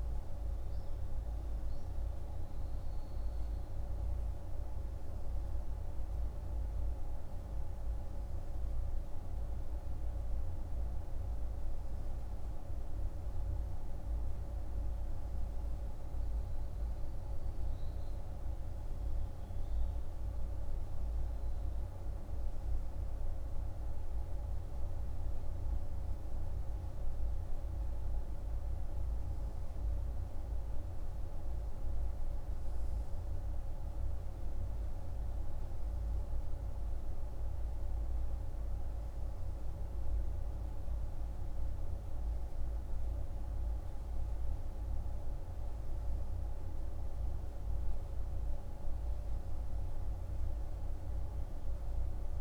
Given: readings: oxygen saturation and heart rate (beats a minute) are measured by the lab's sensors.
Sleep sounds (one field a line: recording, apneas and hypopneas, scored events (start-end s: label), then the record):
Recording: breathing in sleep, hard to hear, by a room microphone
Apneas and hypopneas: none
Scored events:
none scored
From the record:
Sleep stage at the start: N3 (deep sleep)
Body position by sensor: on the right side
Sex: male